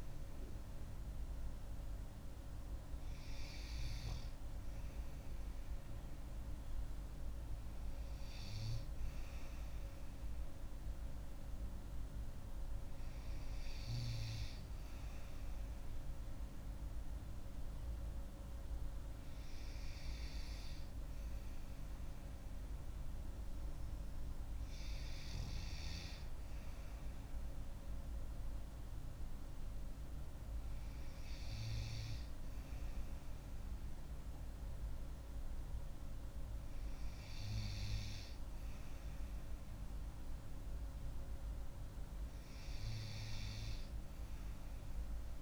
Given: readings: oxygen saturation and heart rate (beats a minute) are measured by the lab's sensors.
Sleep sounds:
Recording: breathing in sleep, hard to hear, by a room microphone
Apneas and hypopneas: none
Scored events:
none scored
From the record:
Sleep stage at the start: N2 (light sleep)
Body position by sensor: on the back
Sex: female

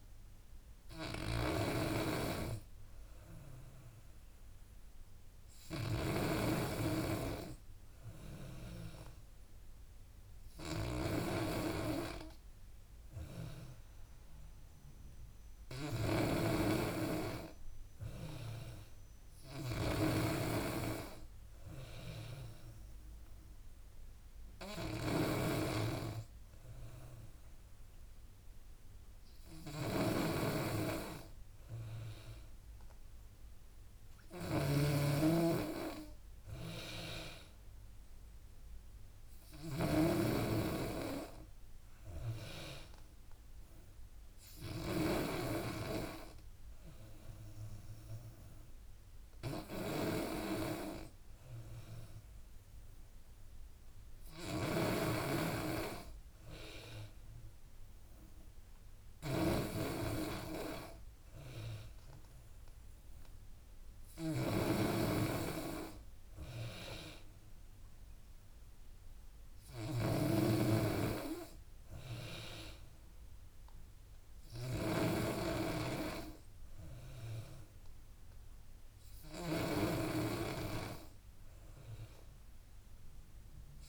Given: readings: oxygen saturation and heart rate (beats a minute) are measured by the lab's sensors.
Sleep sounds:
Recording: breathing in sleep by a room microphone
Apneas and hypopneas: none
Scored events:
0.00-2.00 s: oxygen desaturation (device-marked, oxygen 91% lowest, heart rate 76 extreme)
0.00-4.00 s: drop in pulse transit time (device-marked, heart rate 79 extreme)
0.00-45.50 s: snoring (device-marked)
38.00-55.00 s: oxygen desaturation (device-marked, oxygen 94% before, 90% lowest, heart rate 80 before, 76 extreme)
54.50-83.89 s: snoring (device-marked)
From the record:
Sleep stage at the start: N2 (light sleep)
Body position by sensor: on the back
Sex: female

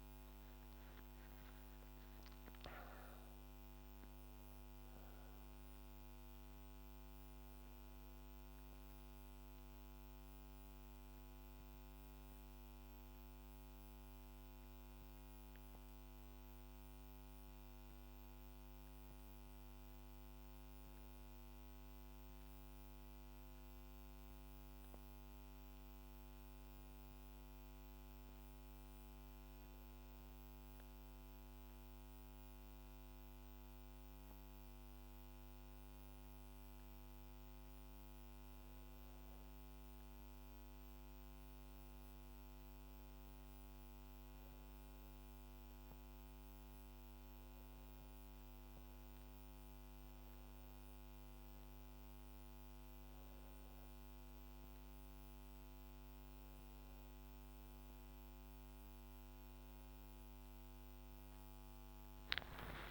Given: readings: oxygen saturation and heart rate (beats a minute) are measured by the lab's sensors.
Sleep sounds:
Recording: breathing in sleep, hard to hear, by a microphone on the trachea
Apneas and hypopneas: none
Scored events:
0.00-4.50 s: arousal
From the record:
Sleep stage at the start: N2 (light sleep)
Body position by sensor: on the back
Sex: female

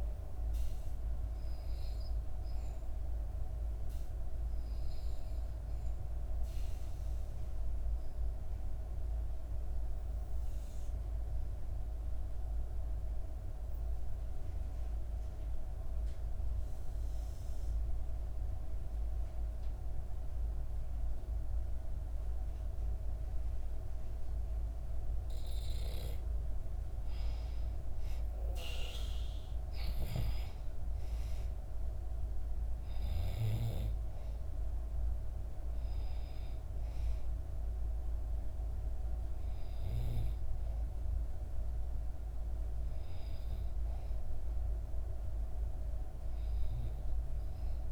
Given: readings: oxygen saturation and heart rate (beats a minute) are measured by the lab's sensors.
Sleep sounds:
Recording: breathing in sleep, hard to hear, by a room microphone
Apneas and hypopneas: 1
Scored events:
0.00-1.50 s: oxygen desaturation (device-marked, oxygen 92% lowest, heart rate 59 extreme)
4.00-25.50 s: obstructive apnea (oxygen 97% before, 89% lowest, heart rate 61 before, 59 extreme, up 5 after)
22.50-47.92 s: oxygen desaturation (device-marked, oxygen 97% before, 89% lowest, heart rate 60 before, 59 extreme)
27.50-31.00 s: arousal
From the record:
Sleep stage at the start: N2 (light sleep)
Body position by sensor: on the back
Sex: female

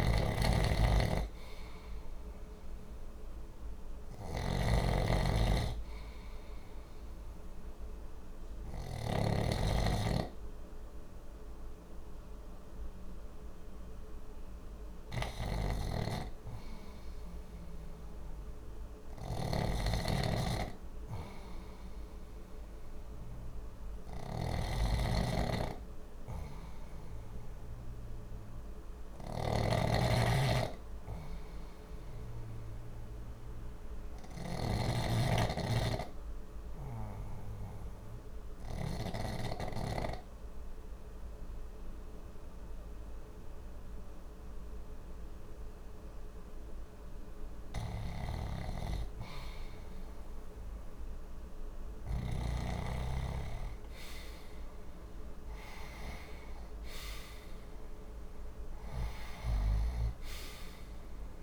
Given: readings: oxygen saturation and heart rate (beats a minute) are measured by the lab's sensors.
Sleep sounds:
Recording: breathing in sleep by a room microphone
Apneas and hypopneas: 2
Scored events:
0.00-9.00 s: snoring (device-marked)
7.50-24.00 s: hypopnea (oxygen 95% before, 91% lowest, heart rate 60 before, 58 extreme, up 13 after)
16.00-24.00 s: oxygen desaturation (device-marked, oxygen 94% before, 91% lowest, heart rate 60 before, 58 extreme)
18.50-38.50 s: snoring (device-marked)
32.00-47.50 s: obstructive apnea (oxygen 96% before, 92% lowest, heart rate 64 before, 58 extreme, up 5 after)
50.50-56.00 s: arousal
From the record:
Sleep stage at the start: REM sleep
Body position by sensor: on the left side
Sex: male

